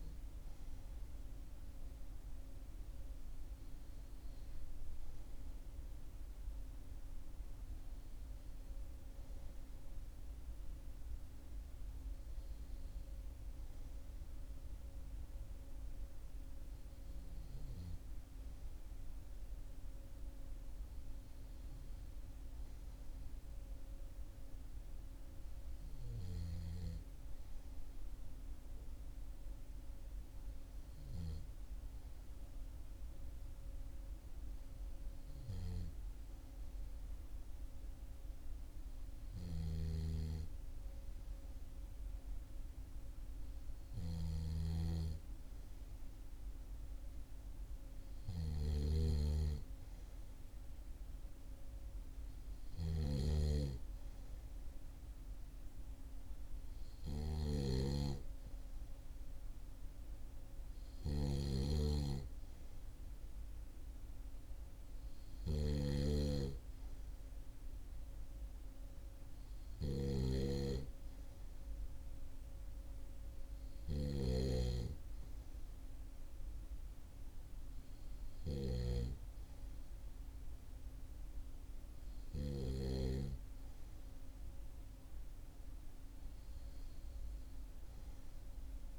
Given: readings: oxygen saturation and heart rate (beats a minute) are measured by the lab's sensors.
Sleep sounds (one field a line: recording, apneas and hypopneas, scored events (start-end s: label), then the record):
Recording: breathing in sleep by a room microphone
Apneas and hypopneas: none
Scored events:
0.00-10.00 s: oxygen desaturation (device-marked, oxygen 93% lowest, heart rate 39 extreme)
38.50-78.00 s: snoring (device-marked)
From the record:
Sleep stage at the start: N2 (light sleep)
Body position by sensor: on the back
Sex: male